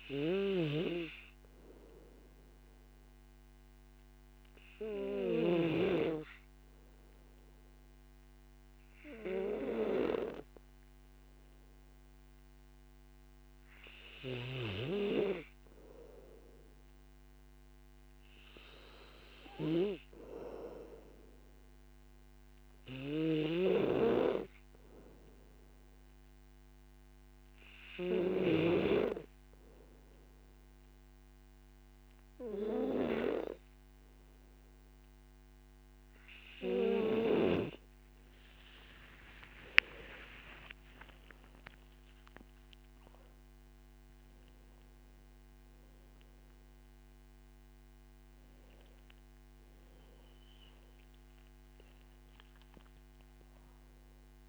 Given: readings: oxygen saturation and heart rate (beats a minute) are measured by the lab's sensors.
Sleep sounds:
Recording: breathing in sleep by a microphone on the trachea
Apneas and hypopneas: none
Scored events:
23.00-35.00 s: oxygen desaturation (device-marked, oxygen 97% before, 93% lowest, heart rate 55 before, 52 extreme)
39.50-44.00 s: arousal
45.00-54.49 s: oxygen desaturation (device-marked, oxygen 97% before, 94% lowest, heart rate 59 before, 48 extreme)
From the record:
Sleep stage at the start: N2 (light sleep)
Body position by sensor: on the back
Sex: male

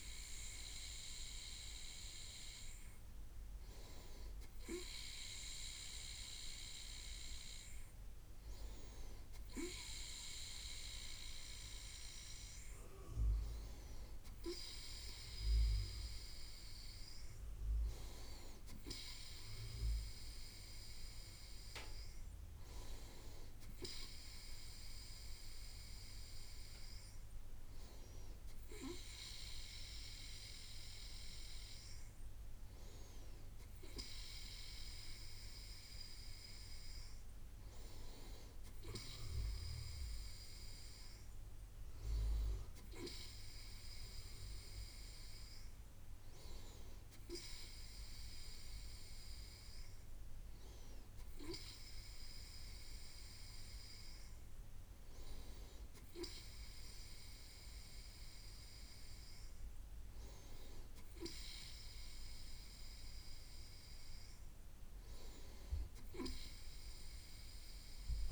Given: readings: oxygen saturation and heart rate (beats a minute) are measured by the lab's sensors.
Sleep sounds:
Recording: breathing in sleep by a room microphone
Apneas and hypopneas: none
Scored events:
none scored
From the record:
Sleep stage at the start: N2 (light sleep)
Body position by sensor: on the right side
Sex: male

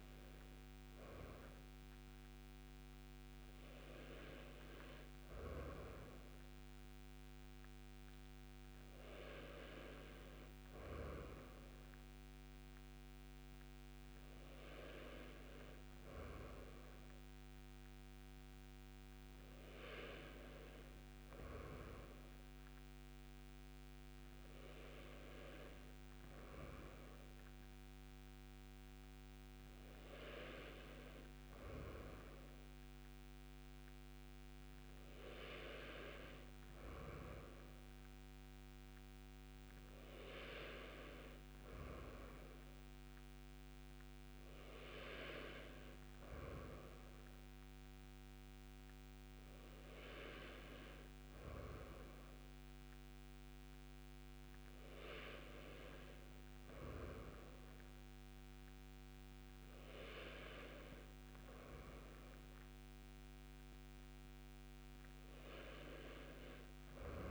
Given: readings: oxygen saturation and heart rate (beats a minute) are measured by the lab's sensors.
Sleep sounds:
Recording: breathing in sleep by a microphone on the trachea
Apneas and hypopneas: none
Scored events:
none scored
From the record:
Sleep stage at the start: N2 (light sleep)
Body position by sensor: on the right side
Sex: male

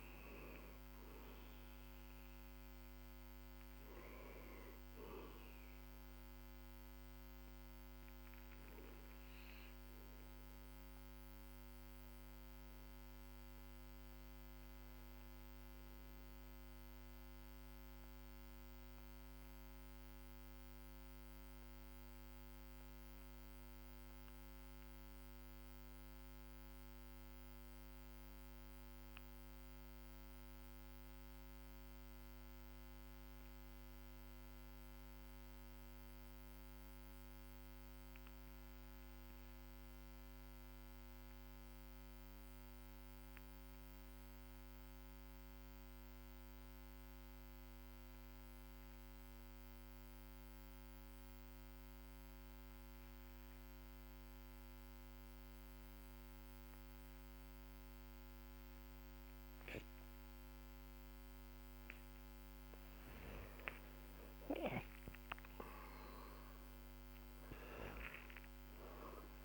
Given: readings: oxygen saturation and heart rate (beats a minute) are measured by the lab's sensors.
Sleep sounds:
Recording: breathing in sleep, hard to hear, by a microphone on the trachea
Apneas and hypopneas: 1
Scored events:
0.00-31.50 s: oxygen desaturation (device-marked, oxygen 90% lowest, heart rate 41 extreme)
5.50-61.50 s: obstructive apnea (oxygen 97% before, 88% lowest, heart rate 52 before, 41 extreme, up 5 after)
34.50-69.44 s: new sleep stage, N2 (light sleep)
47.50-69.44 s: oxygen desaturation (device-marked, oxygen 99% before, 88% lowest, heart rate 55 before, 45 extreme)
65.00-69.44 s: arousal
From the record:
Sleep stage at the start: N1 (lightest sleep)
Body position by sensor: on the back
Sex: male

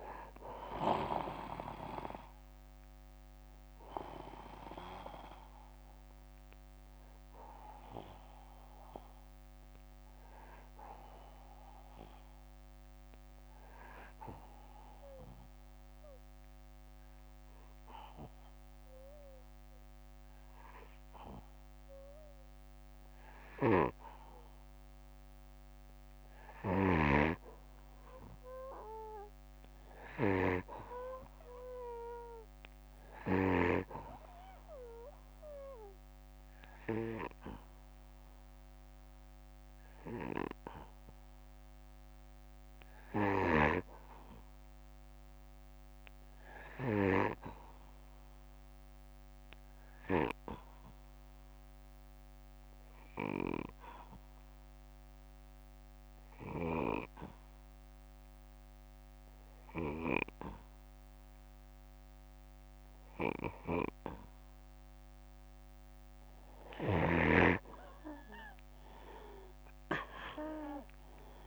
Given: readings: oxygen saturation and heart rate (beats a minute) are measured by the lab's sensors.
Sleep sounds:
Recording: breathing in sleep by a microphone on the trachea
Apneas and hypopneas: 2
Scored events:
11.50-24.00 s: obstructive apnea (oxygen 97% before, 90% lowest, heart rate 64 before, 57 extreme, up 4 after)
22.50-26.50 s: snoring (device-marked)
26.00-29.00 s: arousal
29.00-51.00 s: oxygen desaturation (device-marked, oxygen 97% before, 92% lowest, heart rate 59 before, 59 extreme)
42.50-46.50 s: snoring (device-marked)
48.50-64.00 s: obstructive apnea (oxygen 97% before, 88% lowest, heart rate 60 before, 60 extreme, up 4 after)
55.50-59.50 s: snoring (device-marked)
69.00-71.46 s: arousal
From the record:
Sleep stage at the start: N2 (light sleep)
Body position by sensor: on the back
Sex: male

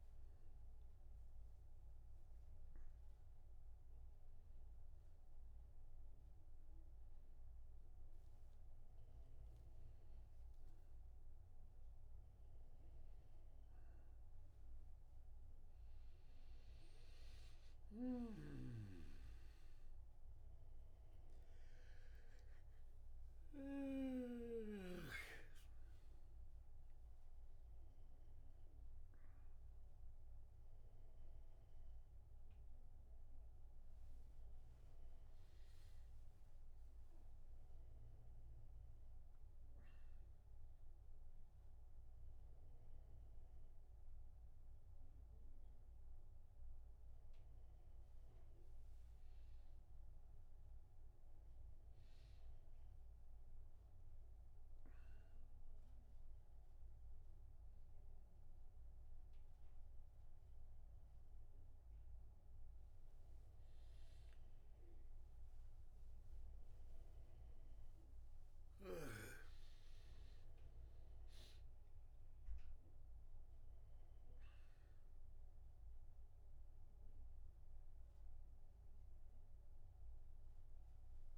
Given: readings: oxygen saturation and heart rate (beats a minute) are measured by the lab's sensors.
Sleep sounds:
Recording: a person awake in a sleep study, by a room microphone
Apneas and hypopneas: none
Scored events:
none scored
From the record:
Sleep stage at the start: awake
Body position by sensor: on the back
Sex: male

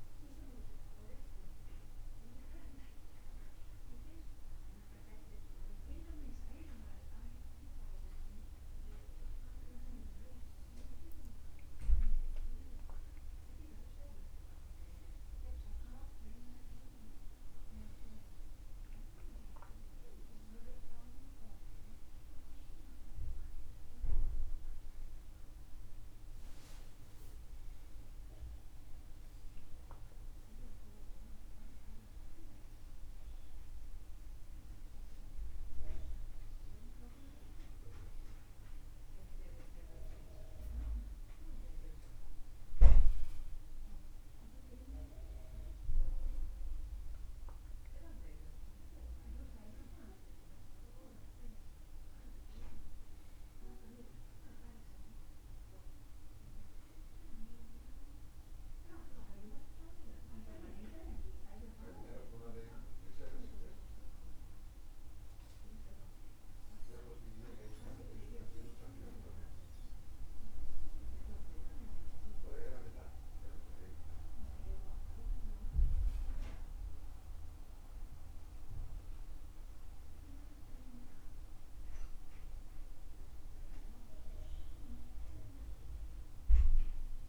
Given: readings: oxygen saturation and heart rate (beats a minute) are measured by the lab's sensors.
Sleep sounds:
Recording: breathing in sleep by a room microphone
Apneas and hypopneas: none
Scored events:
none scored
From the record:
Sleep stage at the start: N2 (light sleep)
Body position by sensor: on the back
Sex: male

